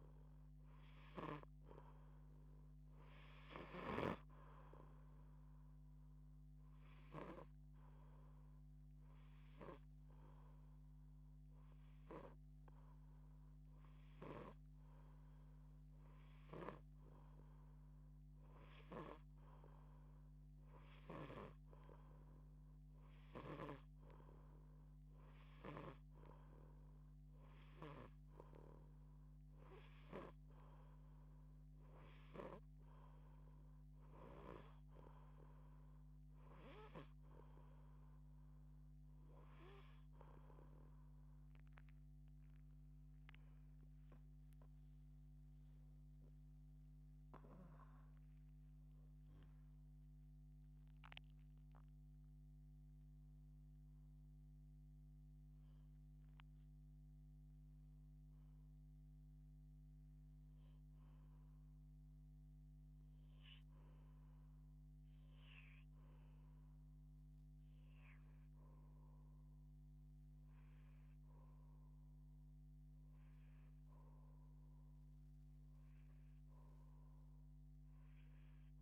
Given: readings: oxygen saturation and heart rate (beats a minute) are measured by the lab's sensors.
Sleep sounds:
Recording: a person partly awake in a sleep study, by a microphone on the trachea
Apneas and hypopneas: 1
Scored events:
3.00-7.00 s: snoring (device-marked)
7.00-17.00 s: hypopnea (oxygen 88% before, 86% lowest)
13.50-18.50 s: snoring (device-marked)
23.00-36.50 s: snoring (device-marked)
28.00-58.00 s: new sleep stage, awake
58.00-78.82 s: new sleep stage, N2 (light sleep)
From the record:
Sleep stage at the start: N2 (light sleep)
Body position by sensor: on the back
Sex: female

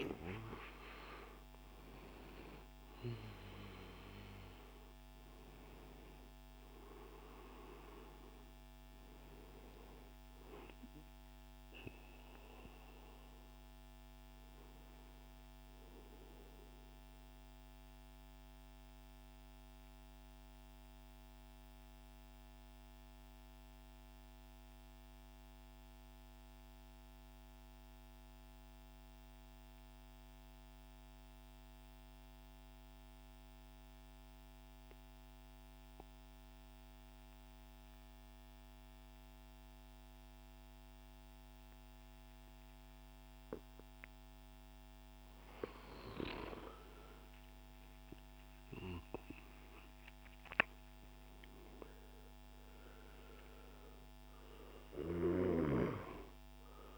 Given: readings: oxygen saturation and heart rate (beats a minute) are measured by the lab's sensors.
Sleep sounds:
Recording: breathing in sleep by a microphone on the trachea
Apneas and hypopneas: 1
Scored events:
0.00-19.00 s: oxygen desaturation (device-marked, oxygen 86% lowest)
15.50-46.00 s: mixed apnea (oxygen 95% before, 90% lowest)
39.00-56.98 s: oxygen desaturation (device-marked, oxygen 99% before, 92% lowest)
48.00-52.50 s: arousal
From the record:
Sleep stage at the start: N2 (light sleep)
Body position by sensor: on the right side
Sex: male

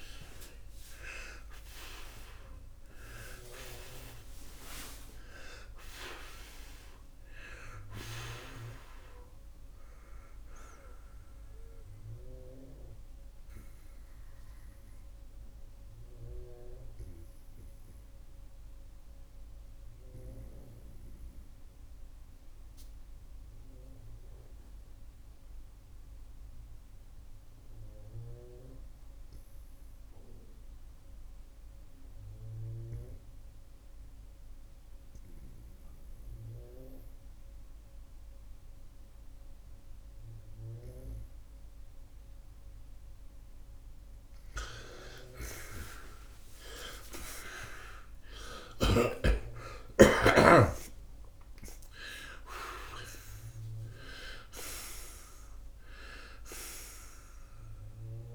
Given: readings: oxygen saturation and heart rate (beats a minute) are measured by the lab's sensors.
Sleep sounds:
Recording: breathing in sleep by a room microphone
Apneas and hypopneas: 1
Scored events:
0.00-4.00 s: arousal
9.50-39.50 s: oxygen desaturation (device-marked, oxygen 96% before, 87% lowest, heart rate 78 before, 65 extreme)
12.50-43.50 s: obstructive apnea (oxygen 97% before, 84% lowest, heart rate 82 before, 65 extreme, up 35 after)
46.00-50.00 s: arousal
55.50-58.34 s: oxygen desaturation (device-marked, oxygen 94% before, 91% lowest, heart rate 79 before, 66 extreme)
From the record:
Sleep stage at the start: N2 (light sleep)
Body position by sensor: on the right side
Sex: male

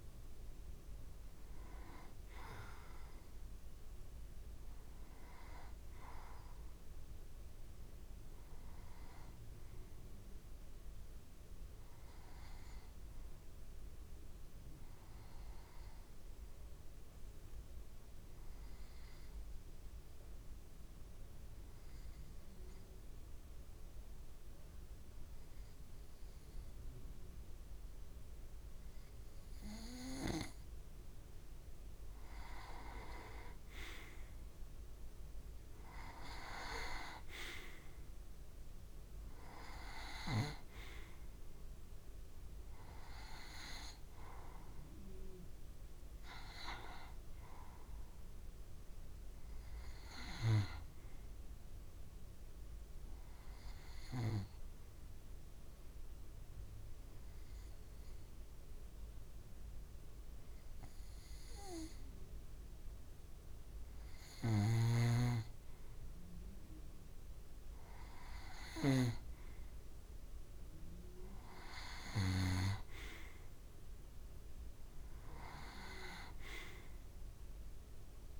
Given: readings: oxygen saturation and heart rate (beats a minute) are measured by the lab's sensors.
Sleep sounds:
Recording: breathing in sleep by a room microphone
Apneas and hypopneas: 2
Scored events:
0.00-17.00 s: oxygen desaturation (device-marked, oxygen 89% lowest, heart rate 65 extreme)
16.00-31.50 s: obstructive apnea (oxygen 95% before, 89% lowest, heart rate 66 before, 65 extreme, up 2 after)
33.00-36.50 s: arousal
35.00-56.00 s: oxygen desaturation (device-marked, oxygen 96% before, 89% lowest, heart rate 65 before, 64 extreme)
52.50-64.00 s: obstructive apnea (oxygen 97% before, 89% lowest, heart rate 69 before, 64 extreme, up 2 after)
66.00-68.50 s: arousal
72.00-78.40 s: oxygen desaturation (device-marked, oxygen 95% before, 90% lowest, heart rate 65 before, 64 extreme)
From the record:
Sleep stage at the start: N2 (light sleep)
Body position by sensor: on the back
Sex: male

